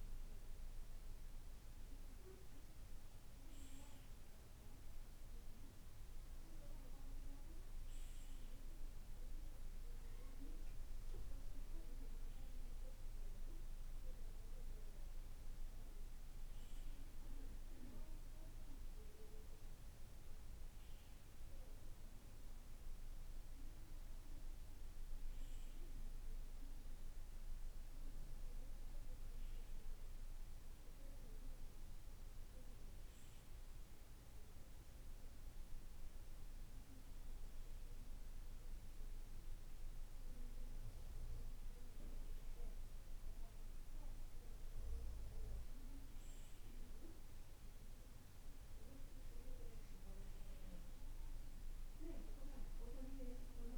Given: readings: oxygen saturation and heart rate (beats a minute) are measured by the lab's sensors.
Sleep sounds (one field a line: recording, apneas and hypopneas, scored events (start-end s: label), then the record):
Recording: breathing in sleep, hard to hear, by a room microphone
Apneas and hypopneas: none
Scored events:
none scored
From the record:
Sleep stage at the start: N2 (light sleep)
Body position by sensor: on the right side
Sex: male